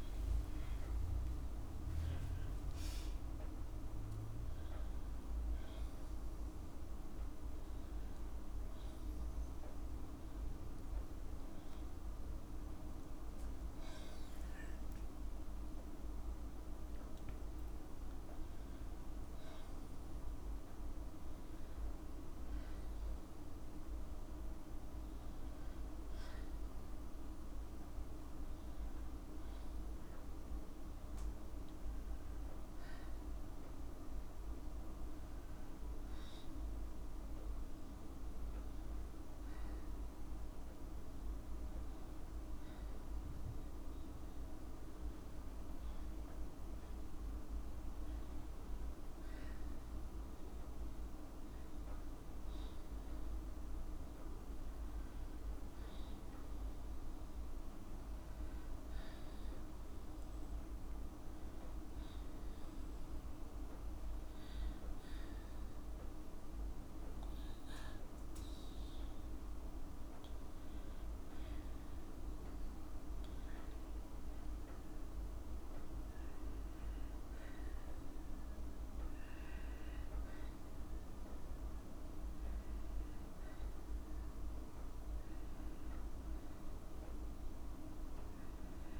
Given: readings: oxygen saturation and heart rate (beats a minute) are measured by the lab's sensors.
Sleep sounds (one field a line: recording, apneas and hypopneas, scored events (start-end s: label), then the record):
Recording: breathing in sleep, hard to hear, by a room microphone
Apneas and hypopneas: none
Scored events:
0.00-1.50 s: tachycardia (device-marked, heart rate 106 extreme)
2.00-4.00 s: long interval between heartbeats (device-marked, heart rate 83 before, 103 extreme)
18.00-20.00 s: long interval between heartbeats (device-marked, heart rate 81 before, 76 extreme)
58.50-88.99 s: new sleep stage, N2 (light sleep)
From the record:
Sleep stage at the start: N1 (lightest sleep)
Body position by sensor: on the back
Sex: female